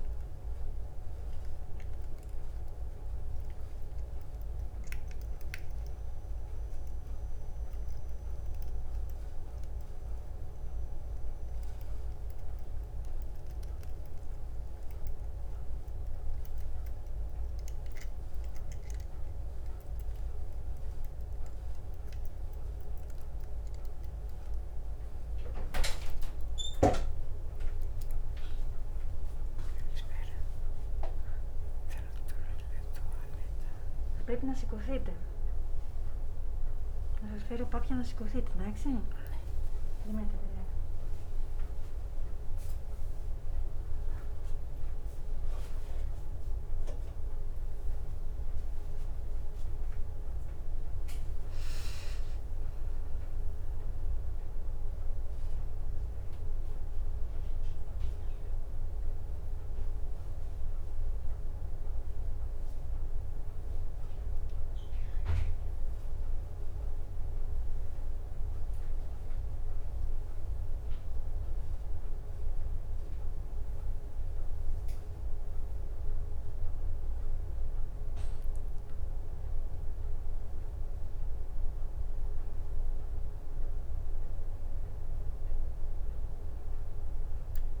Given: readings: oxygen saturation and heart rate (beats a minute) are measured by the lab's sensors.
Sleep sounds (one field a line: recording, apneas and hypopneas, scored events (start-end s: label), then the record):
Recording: a person awake in a sleep study, hard to hear, by a room microphone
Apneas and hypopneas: 1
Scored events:
60.00-71.00 s: central apnea (oxygen 96% before, 95% lowest, heart rate 62 before, 59 extreme, up 3 after)
From the record:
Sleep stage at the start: awake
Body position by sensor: on the back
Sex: female